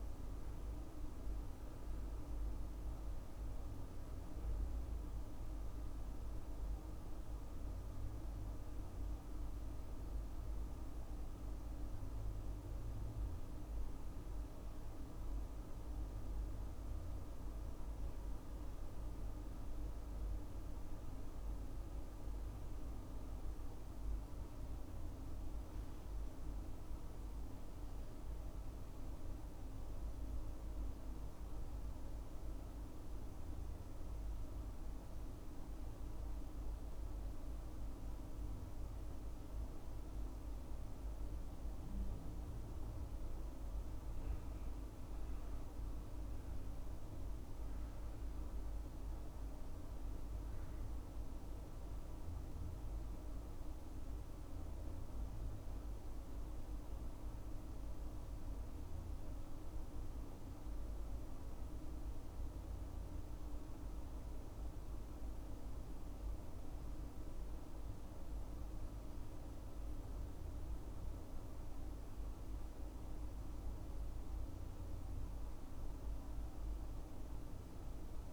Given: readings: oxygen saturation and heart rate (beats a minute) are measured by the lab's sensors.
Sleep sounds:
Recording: breathing in sleep, hard to hear, by a room microphone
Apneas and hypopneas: none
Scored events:
none scored
From the record:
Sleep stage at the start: N2 (light sleep)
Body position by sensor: on the left side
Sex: male

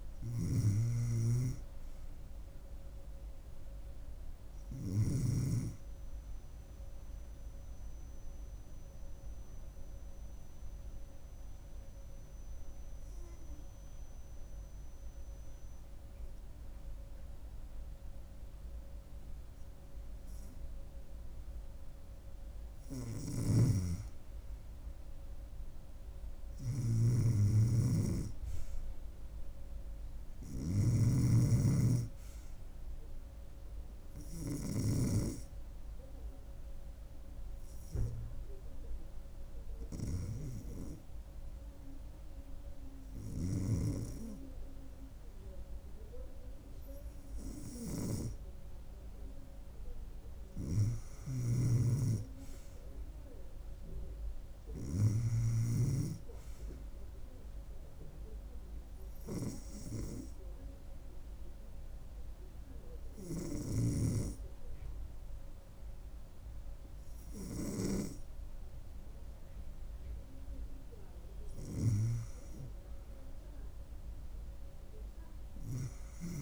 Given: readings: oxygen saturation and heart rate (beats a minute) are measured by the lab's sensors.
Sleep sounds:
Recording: breathing in sleep by a room microphone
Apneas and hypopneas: 3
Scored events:
0.00-5.00 s: snoring (device-marked)
8.00-22.00 s: obstructive apnea (oxygen 97% before, 93% lowest, heart rate 70 before, 71 extreme, up 4 after)
23.00-35.00 s: snoring (device-marked)
24.00-28.00 s: arousal
26.00-50.00 s: oxygen desaturation (device-marked, oxygen 97% before, 93% lowest, heart rate 72 before, 69 extreme)
35.50-46.50 s: hypopnea (oxygen 97% before, 93% lowest, heart rate 73 before, 69 extreme, up 0 after)
46.00-76.42 s: new sleep stage, N2 (light sleep)
50.50-54.00 s: arousal
51.00-56.00 s: snoring (device-marked)
58.00-70.50 s: hypopnea (oxygen 96% before, 93% lowest, heart rate 71 before, 69 extreme, up 5 after)
72.50-76.42 s: arousal
From the record:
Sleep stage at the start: REM sleep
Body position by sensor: on the back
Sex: female

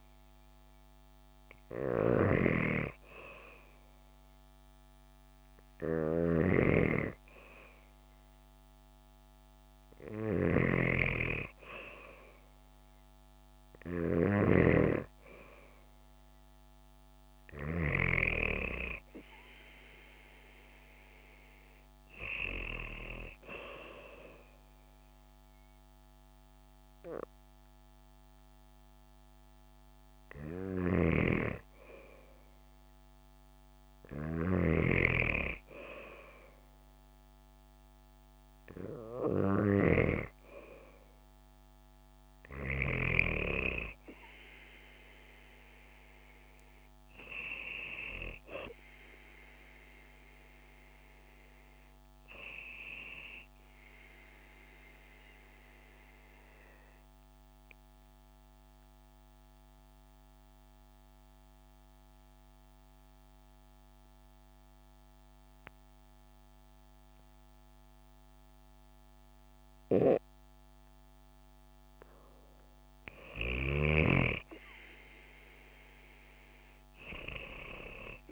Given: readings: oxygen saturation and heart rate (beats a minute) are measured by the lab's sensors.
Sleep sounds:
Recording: breathing in sleep by a microphone on the trachea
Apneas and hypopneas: 1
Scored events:
14.00-18.00 s: snoring (device-marked)
30.50-40.00 s: snoring (device-marked)
55.00-72.00 s: obstructive apnea (oxygen 97% before, 93% lowest, heart rate 67 before, 57 extreme, up 2 after)
75.00-78.32 s: arousal
From the record:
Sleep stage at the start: N2 (light sleep)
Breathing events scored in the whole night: 198 in 7.2 hours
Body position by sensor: on the back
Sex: female

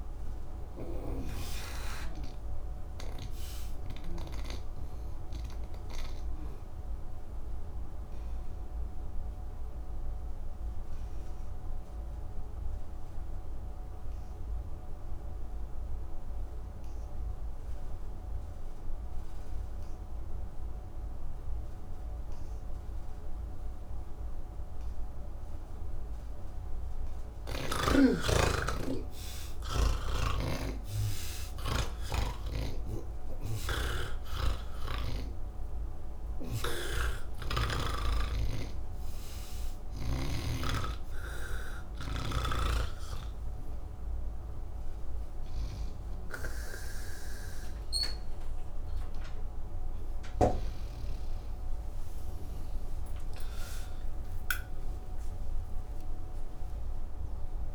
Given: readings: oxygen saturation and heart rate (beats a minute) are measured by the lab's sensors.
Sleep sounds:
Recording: breathing in sleep by a room microphone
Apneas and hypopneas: 1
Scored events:
0.00-22.00 s: oxygen desaturation (device-marked, oxygen 78% lowest, heart rate 60 extreme)
3.50-24.50 s: obstructive apnea (oxygen 98% before, 78% lowest, heart rate 115 before, 60 extreme)
24.00-57.00 s: oxygen desaturation (device-marked, oxygen 97% before, 81% lowest, heart rate 84 before, 75 extreme)
34.50-38.00 s: snoring (device-marked)
From the record:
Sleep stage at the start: N1 (lightest sleep)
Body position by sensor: on the back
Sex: male

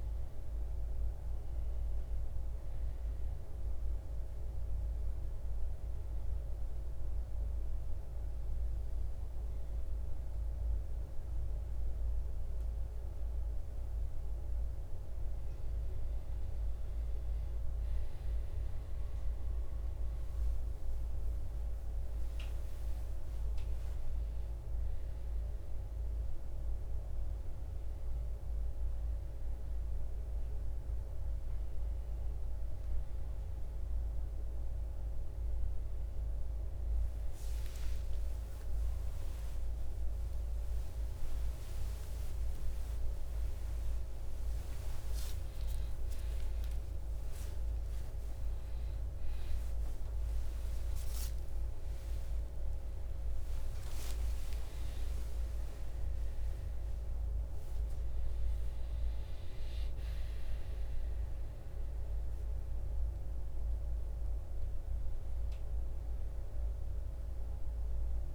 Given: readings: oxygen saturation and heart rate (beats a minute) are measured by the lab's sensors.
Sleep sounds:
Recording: a person partly awake in a sleep study, hard to hear, by a room microphone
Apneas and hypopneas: 1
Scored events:
5.50-16.00 s: mixed apnea (oxygen 95% before, 91% lowest, heart rate 60 before, 58 extreme, up 4 after)
24.50-39.50 s: oxygen desaturation (device-marked, oxygen 95% before, 91% lowest, heart rate 61 before, 58 extreme)
24.50-54.50 s: new sleep stage, awake
54.50-68.35 s: new sleep stage, N2 (light sleep)
58.50-68.35 s: oxygen desaturation (device-marked, oxygen 97% before, 94% lowest, heart rate 106 before, 55 extreme)
From the record:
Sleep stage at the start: N2 (light sleep)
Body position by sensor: on the back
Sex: male

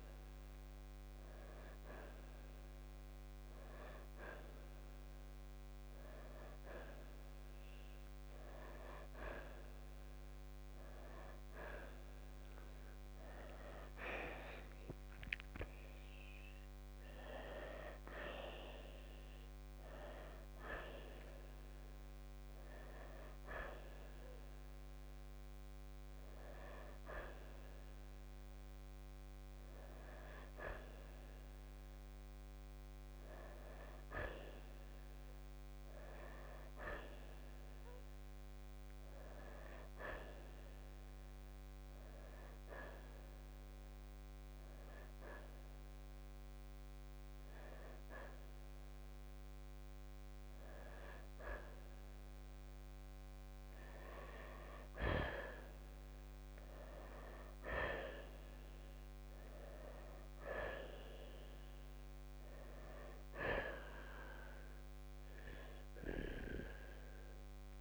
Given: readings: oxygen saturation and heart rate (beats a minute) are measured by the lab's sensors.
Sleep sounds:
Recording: breathing in sleep by a microphone on the trachea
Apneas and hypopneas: 1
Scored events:
13.00-17.50 s: arousal
15.50-67.81 s: new sleep stage, N2 (light sleep)
40.50-51.50 s: hypopnea (oxygen 92% before, 87% lowest, heart rate 67 before, 53 extreme, up 1 after)
57.00-60.50 s: arousal
64.50-67.81 s: oxygen desaturation (device-marked, oxygen 92% before, 88% lowest, heart rate 69 before, 59 extreme)
From the record:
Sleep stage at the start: N1 (lightest sleep)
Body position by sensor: on the right side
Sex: male

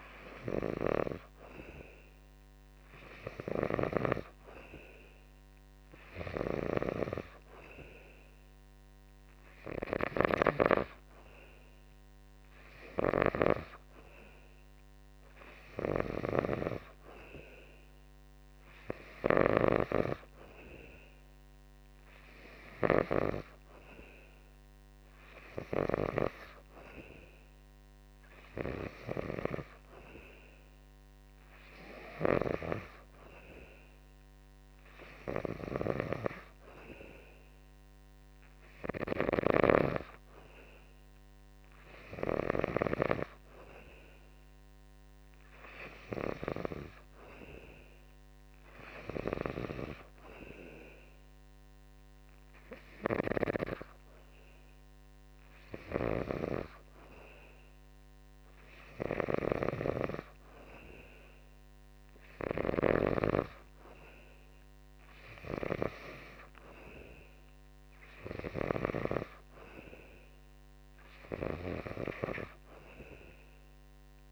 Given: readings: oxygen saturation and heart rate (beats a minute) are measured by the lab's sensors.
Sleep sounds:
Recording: breathing in sleep by a microphone on the trachea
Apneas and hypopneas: none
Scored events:
none scored
From the record:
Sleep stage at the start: N2 (light sleep)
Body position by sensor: on the back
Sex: male

